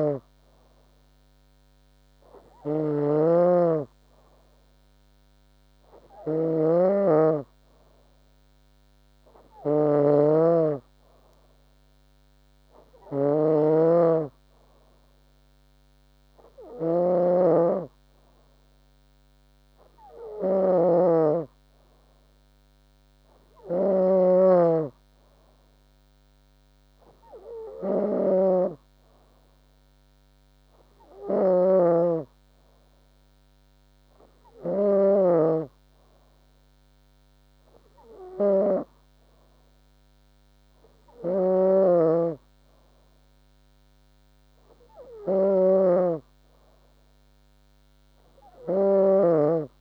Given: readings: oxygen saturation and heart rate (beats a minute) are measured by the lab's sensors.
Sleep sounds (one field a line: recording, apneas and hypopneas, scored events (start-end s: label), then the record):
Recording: breathing in sleep by a microphone on the trachea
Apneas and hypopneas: none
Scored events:
45.50-47.50 s: long interval between heartbeats (device-marked, heart rate 69 before, 79 extreme)
45.50-49.50 s: arousal
From the record:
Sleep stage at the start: N2 (light sleep)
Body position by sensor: on the back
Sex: female